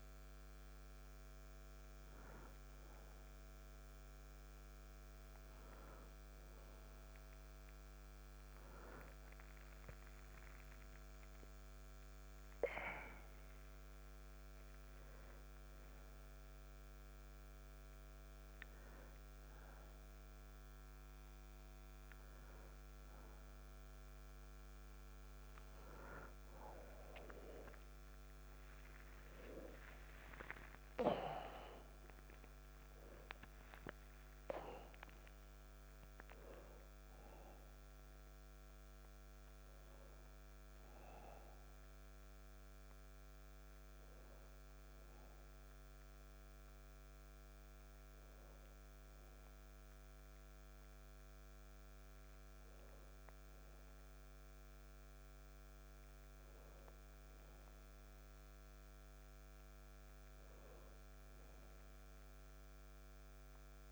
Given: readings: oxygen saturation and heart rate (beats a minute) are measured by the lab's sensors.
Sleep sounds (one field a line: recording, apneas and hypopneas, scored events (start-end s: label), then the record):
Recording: a person awake in a sleep study, by a microphone on the trachea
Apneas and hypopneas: none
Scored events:
27.50-29.50 s: long interval between heartbeats (device-marked, heart rate 66 before, 73 extreme)
From the record:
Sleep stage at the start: awake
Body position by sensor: on the back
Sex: male